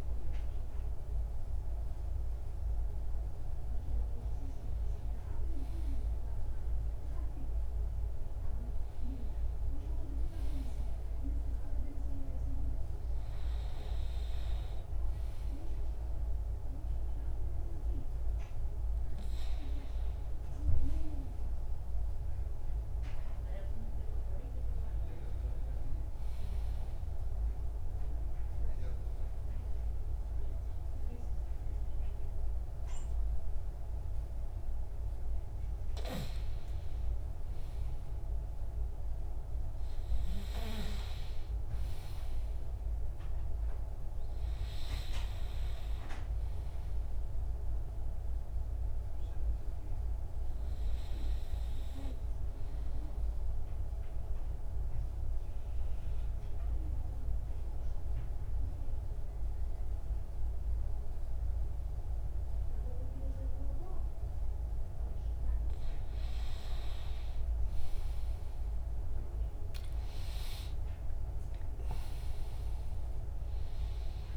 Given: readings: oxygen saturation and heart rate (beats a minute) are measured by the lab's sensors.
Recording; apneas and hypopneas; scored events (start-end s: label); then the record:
breathing in sleep by a room microphone; 1
12.50-74.36 s: new sleep stage, N2 (light sleep)
48.00-66.50 s: obstructive apnea (oxygen 99% before, 93% lowest)
67.50-74.36 s: oxygen desaturation (device-marked, oxygen 97% before, 94% lowest)
68.50-72.00 s: arousal
From the record:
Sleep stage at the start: N1 (lightest sleep); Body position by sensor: on the back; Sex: male